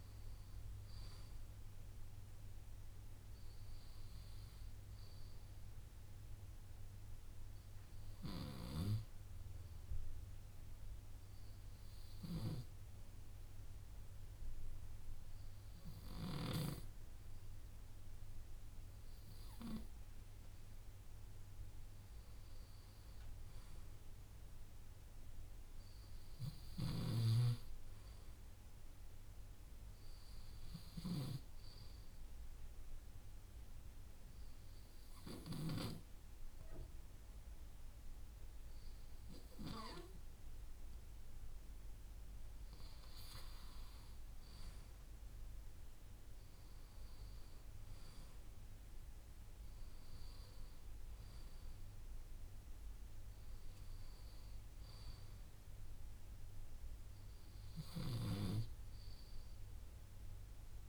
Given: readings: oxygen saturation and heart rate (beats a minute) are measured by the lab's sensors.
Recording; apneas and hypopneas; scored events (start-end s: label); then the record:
breathing in sleep by a room microphone; 2
10.00-21.00 s: obstructive apnea (oxygen 95% before, 94% lowest, heart rate 90 before, 52 extreme, up 9 after)
23.50-27.00 s: arousal
32.50-44.50 s: obstructive apnea (oxygen 96% before, 94% lowest, heart rate 78 before, 38 extreme)
47.50-51.00 s: arousal
From the record:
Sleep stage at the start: N2 (light sleep); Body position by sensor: on the left side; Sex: male